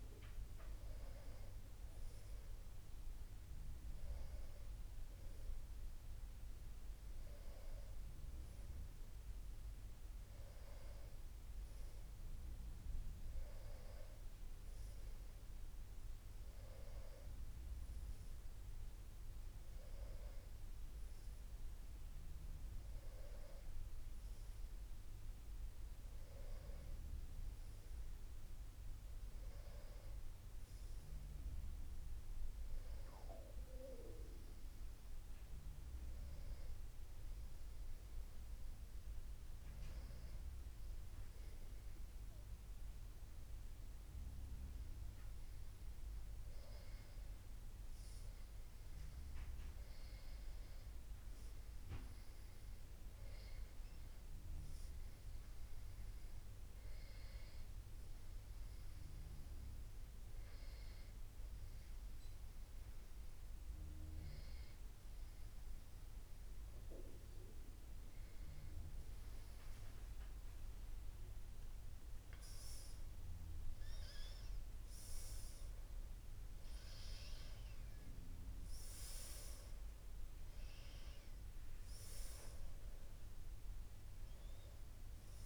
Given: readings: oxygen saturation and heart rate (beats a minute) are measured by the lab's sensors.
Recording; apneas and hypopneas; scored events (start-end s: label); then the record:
a person partly awake in a sleep study, hard to hear, by a room microphone; 1
2.00-32.00 s: new sleep stage, N1 (lightest sleep)
32.00-85.46 s: new sleep stage, N2 (light sleep)
61.00-72.50 s: hypopnea (oxygen 95% before, 94% lowest, heart rate 65 before, 60 extreme, up 10 after)
75.00-80.00 s: arousal
From the record:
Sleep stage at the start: awake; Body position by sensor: on the back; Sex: female